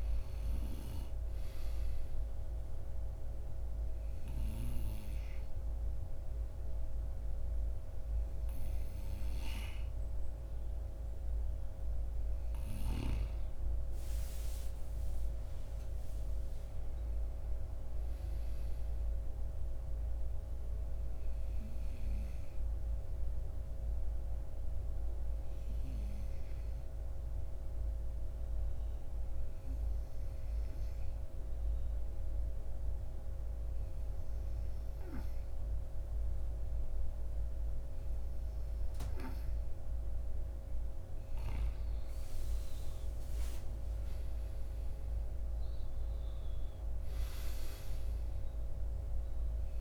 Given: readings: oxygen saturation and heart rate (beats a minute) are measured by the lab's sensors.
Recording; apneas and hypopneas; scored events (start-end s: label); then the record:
breathing in sleep, hard to hear, by a room microphone; 2
2.00-13.00 s: obstructive apnea (oxygen 95% before, 89% lowest, heart rate 62 before, 53 extreme, up 8 after)
2.50-20.50 s: oxygen desaturation (device-marked, oxygen 92% before, 89% lowest, heart rate 62 before, 53 extreme)
17.50-21.00 s: arousal
23.50-38.50 s: obstructive apnea (oxygen 97% before, 92% lowest, heart rate 57 before, 51 extreme, up 9 after)
42.00-45.50 s: arousal
48.50-49.81 s: oxygen desaturation (device-marked, oxygen 96% before, 92% lowest, heart rate 56 before, 50 extreme)
From the record:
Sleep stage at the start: N2 (light sleep); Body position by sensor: on the right side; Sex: male